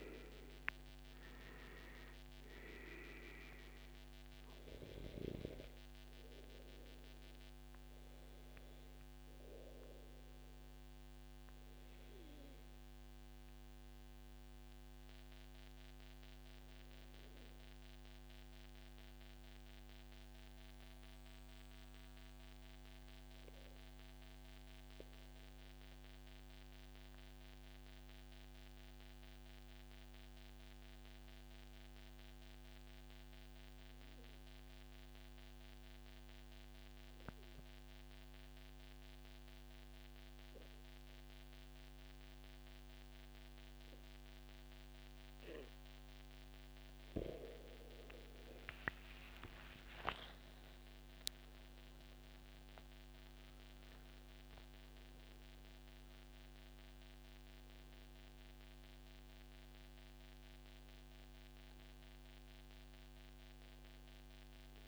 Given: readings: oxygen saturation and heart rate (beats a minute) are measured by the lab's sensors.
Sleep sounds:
breathing in sleep by a microphone on the trachea; 1
0.00-7.50 s: oxygen desaturation (device-marked, oxygen 93% lowest, heart rate 107 extreme)
12.00-45.00 s: obstructive apnea (oxygen 97% before, 93% lowest, heart rate 142 before, 107 extreme)
47.50-51.50 s: arousal
54.50-64.88 s: oxygen desaturation (device-marked, oxygen 96% before, 93% lowest, heart rate 139 before, 84 extreme)
From the record:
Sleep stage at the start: N2 (light sleep); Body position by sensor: on the back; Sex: male

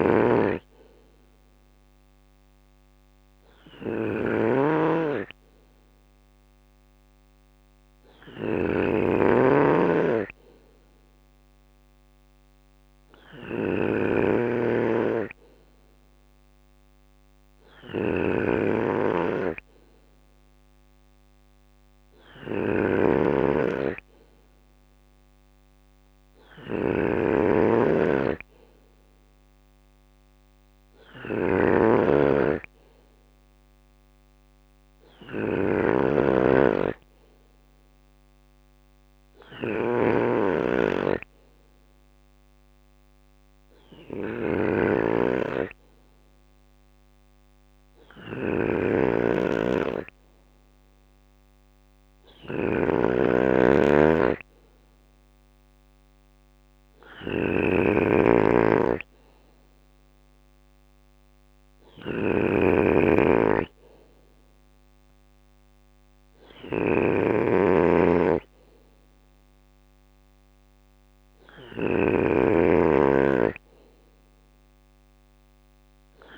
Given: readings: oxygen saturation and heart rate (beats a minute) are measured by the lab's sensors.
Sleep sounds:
breathing in sleep by a microphone on the trachea; none
0.00-23.50 s: bradycardia (device-marked, heart rate 58 extreme)
0.00-76.38 s: snoring (device-marked)
37.50-43.50 s: bradycardia (device-marked, heart rate 60 before, 58 extreme)
50.50-58.50 s: bradycardia (device-marked, heart rate 60 before, 57 extreme)
65.50-72.50 s: bradycardia (device-marked, heart rate 60 before, 58 extreme)
From the record:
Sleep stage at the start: N2 (light sleep); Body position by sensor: on the right side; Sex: male

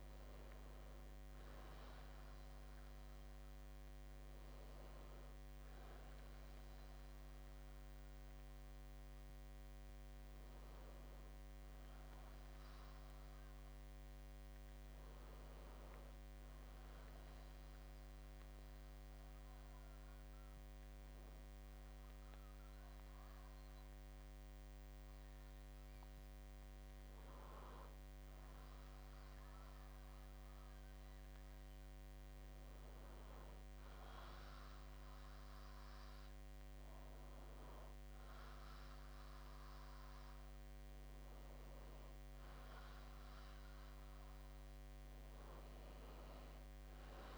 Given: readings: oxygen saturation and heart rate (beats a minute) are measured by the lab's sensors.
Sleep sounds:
breathing in sleep, hard to hear, by a microphone on the trachea; 1
17.00-28.50 s: obstructive apnea (oxygen 97% before, 95% lowest, heart rate 66 before, 65 extreme, up 1 after)
30.50-34.50 s: arousal
From the record:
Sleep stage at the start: N2 (light sleep); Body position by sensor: on the back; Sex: male

